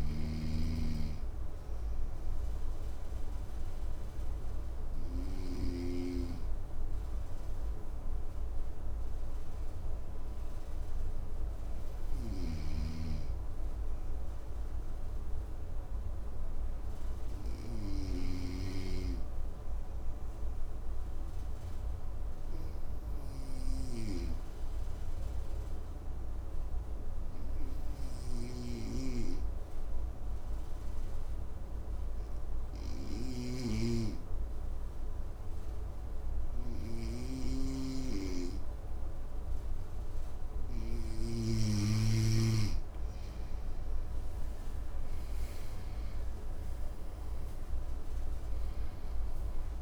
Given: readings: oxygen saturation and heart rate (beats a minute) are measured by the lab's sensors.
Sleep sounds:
breathing in sleep by a room microphone; 1
0.00-2.00 s: oxygen desaturation (device-marked, oxygen 93% lowest, heart rate 56 extreme)
0.00-5.00 s: snoring (device-marked)
11.50-33.00 s: snoring (device-marked)
16.00-38.00 s: obstructive apnea (oxygen 100% before, 93% lowest, heart rate 58 before, 55 extreme, up 4 after)
33.00-49.82 s: oxygen desaturation (device-marked, oxygen 99% before, 93% lowest, heart rate 57 before, 54 extreme)
40.50-45.00 s: snoring (device-marked)
42.00-46.00 s: arousal
From the record:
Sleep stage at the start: N2 (light sleep); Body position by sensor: on the right side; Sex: male

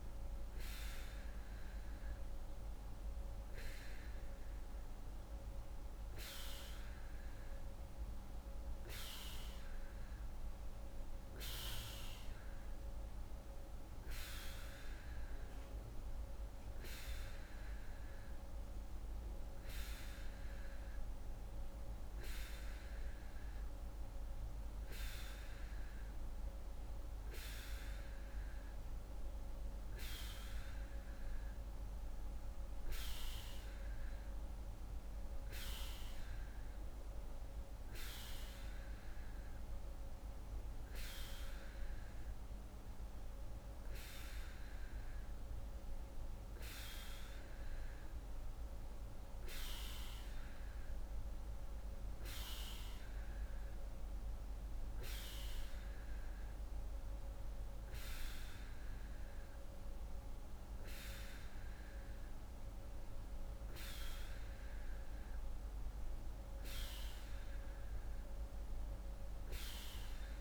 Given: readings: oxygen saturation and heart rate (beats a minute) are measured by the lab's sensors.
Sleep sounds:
breathing in sleep by a room microphone; none
none scored
From the record:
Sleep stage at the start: N2 (light sleep); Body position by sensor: on the right side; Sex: female

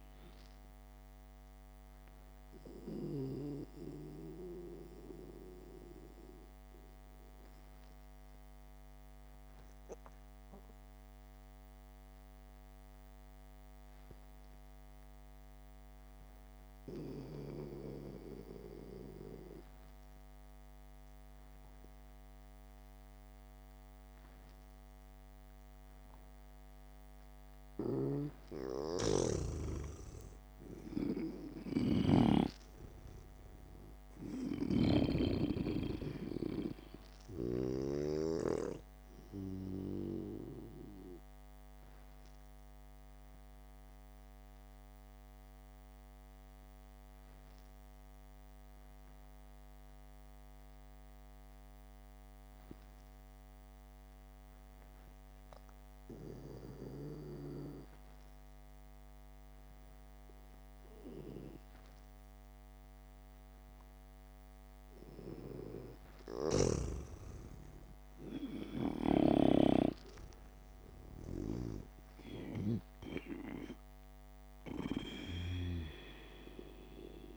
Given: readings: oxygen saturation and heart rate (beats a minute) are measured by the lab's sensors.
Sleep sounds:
breathing in sleep by a microphone on the trachea; 2
5.00-28.50 s: obstructive apnea (oxygen 98% before, 91% lowest, heart rate 60 before, 59 extreme)
9.50-20.50 s: oxygen desaturation (device-marked, oxygen 95% before, 91% lowest, heart rate 61 before, 59 extreme)
29.00-33.00 s: arousal
29.50-36.00 s: snoring (device-marked)
40.50-58.50 s: oxygen desaturation (device-marked, oxygen 95% before, 91% lowest, heart rate 63 before, 54 extreme)
42.00-57.50 s: obstructive apnea (oxygen 98% before, 89% lowest, heart rate 64 before, 54 extreme, up 1 after)
67.00-70.50 s: snoring (device-marked)
69.50-77.37 s: oxygen desaturation (device-marked, oxygen 98% before, 92% lowest, heart rate 65 before, 58 extreme)
70.50-74.50 s: arousal
From the record:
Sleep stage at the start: N2 (light sleep); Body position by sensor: on the back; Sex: male

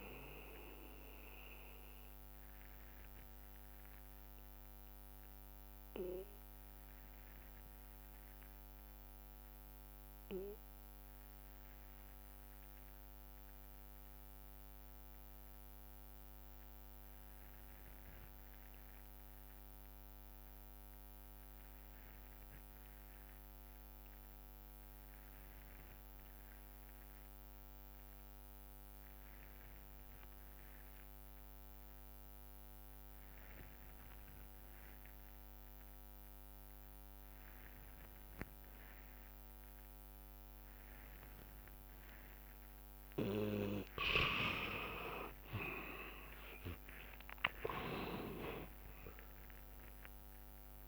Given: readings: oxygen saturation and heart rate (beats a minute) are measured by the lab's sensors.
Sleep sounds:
breathing in sleep by a microphone on the trachea; 1
0.00-10.00 s: bradycardia (device-marked, heart rate 52 extreme)
0.00-10.00 s: oxygen desaturation (device-marked, oxygen 86% lowest, heart rate 52 extreme)
3.00-44.00 s: obstructive apnea (oxygen 98% before, 82% lowest, heart rate 69 before, 56 extreme, up 48 after)
29.00-50.88 s: oxygen desaturation (device-marked, oxygen 99% before, 82% lowest, heart rate 60 before, 57 extreme)
46.00-50.00 s: arousal
46.00-50.88 s: drop in pulse transit time (device-marked, heart rate 62 before, 66 extreme)
46.00-50.88 s: tachycardia (device-marked, heart rate 67 before, 106 extreme)
49.50-50.88 s: long interval between heartbeats (device-marked, heart rate 63 before, 102 extreme)
From the record:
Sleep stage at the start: N2 (light sleep); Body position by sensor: on the back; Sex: male

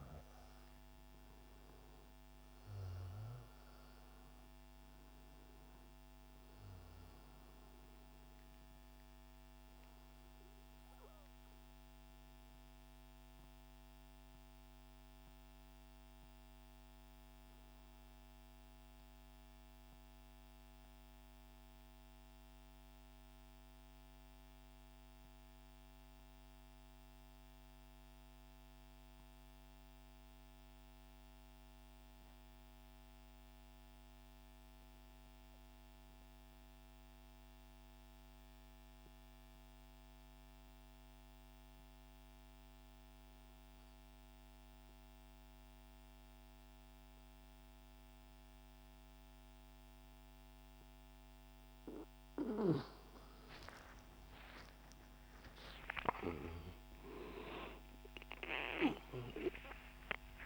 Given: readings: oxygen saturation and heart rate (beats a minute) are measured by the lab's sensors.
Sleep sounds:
breathing in sleep by a microphone on the trachea; 1
0.00-18.50 s: oxygen desaturation (device-marked, oxygen 84% lowest, heart rate 38 extreme)
14.00-52.00 s: mixed apnea (oxygen 93% before, 85% lowest)
40.50-60.46 s: oxygen desaturation (device-marked, oxygen 98% before, 86% lowest)
53.50-59.00 s: arousal
From the record:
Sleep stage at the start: N2 (light sleep); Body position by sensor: on the right side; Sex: male

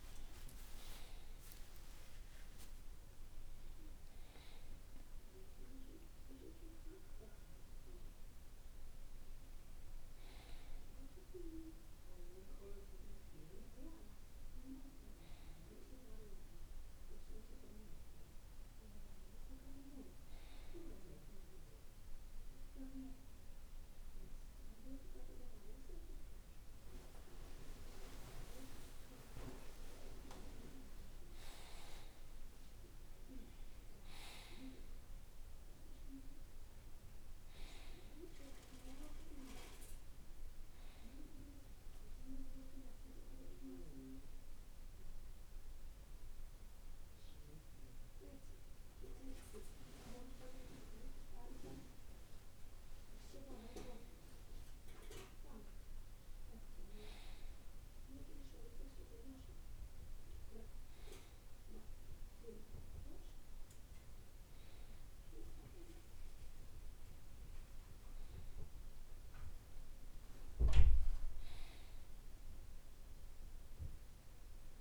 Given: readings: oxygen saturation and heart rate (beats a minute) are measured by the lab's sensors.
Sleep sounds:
breathing in sleep by a room microphone; none
27.00-31.50 s: arousal
From the record:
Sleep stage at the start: N1 (lightest sleep); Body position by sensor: on the right side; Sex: male

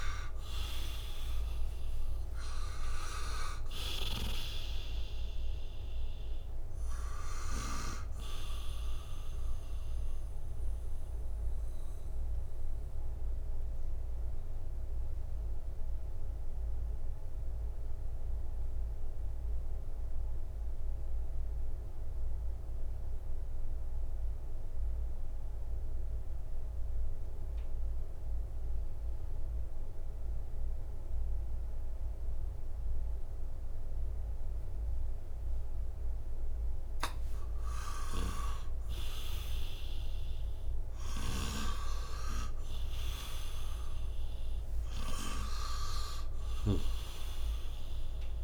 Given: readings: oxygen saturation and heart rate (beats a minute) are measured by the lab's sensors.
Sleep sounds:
breathing in sleep by a room microphone; 1
0.00-23.50 s: oxygen desaturation (device-marked, oxygen 87% lowest, heart rate 58 extreme)
9.50-37.00 s: mixed apnea (oxygen 98% before, 87% lowest, heart rate 89 before, 58 extreme, up 16 after)
38.50-42.00 s: arousal
40.50-48.44 s: oxygen desaturation (device-marked, oxygen 98% before, 91% lowest, heart rate 62 before, 60 extreme)
From the record:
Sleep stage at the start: N2 (light sleep); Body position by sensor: on the right side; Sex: male

